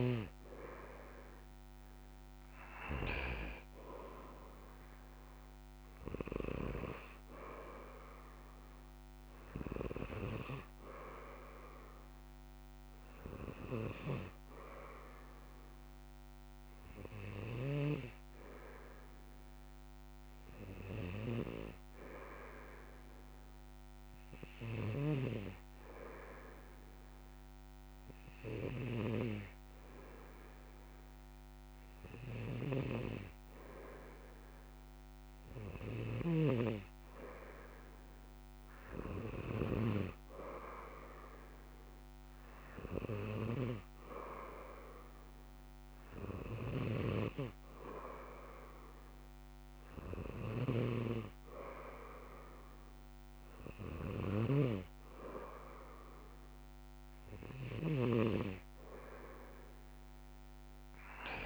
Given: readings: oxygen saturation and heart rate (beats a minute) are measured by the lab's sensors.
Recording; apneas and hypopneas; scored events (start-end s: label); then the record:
breathing in sleep by a microphone on the trachea; 1
0.00-3.00 s: oxygen desaturation (device-marked, oxygen 93% lowest, heart rate 59 extreme)
8.00-11.00 s: arousal
21.00-37.00 s: hypopnea (oxygen 95% before, 94% lowest, heart rate 65 before, 63 extreme, up 2 after)
32.50-36.50 s: snoring (device-marked)
39.50-42.50 s: arousal
46.50-58.00 s: snoring (device-marked)
From the record:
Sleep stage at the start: N2 (light sleep); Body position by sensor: on the back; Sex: male